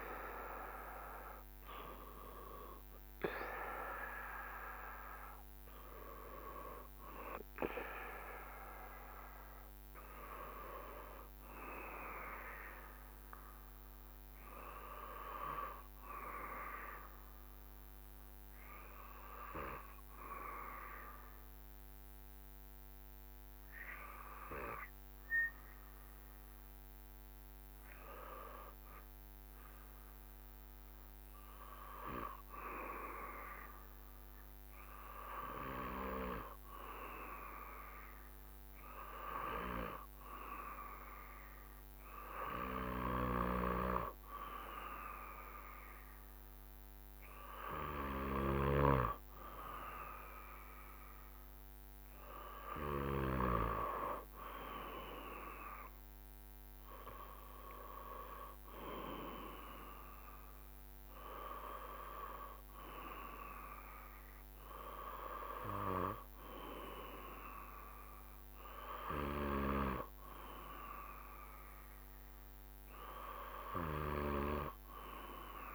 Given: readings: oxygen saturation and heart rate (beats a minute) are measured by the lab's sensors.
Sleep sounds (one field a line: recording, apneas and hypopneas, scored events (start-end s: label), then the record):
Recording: breathing in sleep by a microphone on the trachea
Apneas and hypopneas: 1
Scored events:
30.00-43.00 s: obstructive apnea (oxygen 96% before, 95% lowest, heart rate 69 before, 67 extreme, up 2 after)
45.50-48.50 s: arousal
From the record:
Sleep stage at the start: N2 (light sleep)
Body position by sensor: on the back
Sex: male